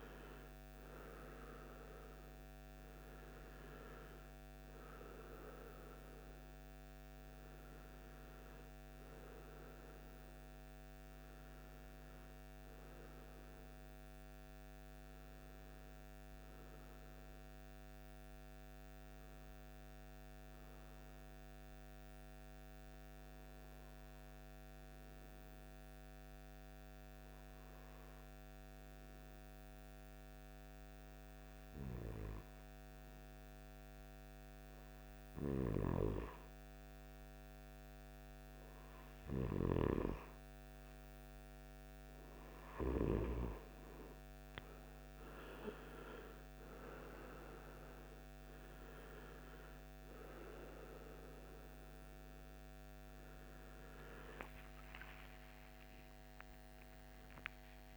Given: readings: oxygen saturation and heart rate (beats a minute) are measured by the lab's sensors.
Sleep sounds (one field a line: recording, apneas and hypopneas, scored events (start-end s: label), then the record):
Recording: a person partly awake in a sleep study, by a microphone on the trachea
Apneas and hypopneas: 1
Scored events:
10.50-14.00 s: arousal
17.00-34.50 s: hypopnea (oxygen 97% before, 94% lowest, heart rate 62 before, 52 extreme, up 7 after)
40.50-57.97 s: new sleep stage, awake
41.50-57.97 s: oxygen desaturation (device-marked, oxygen 97% before, 94% lowest, heart rate 55 before, 55 extreme)
From the record:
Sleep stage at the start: N2 (light sleep)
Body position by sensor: on the right side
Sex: male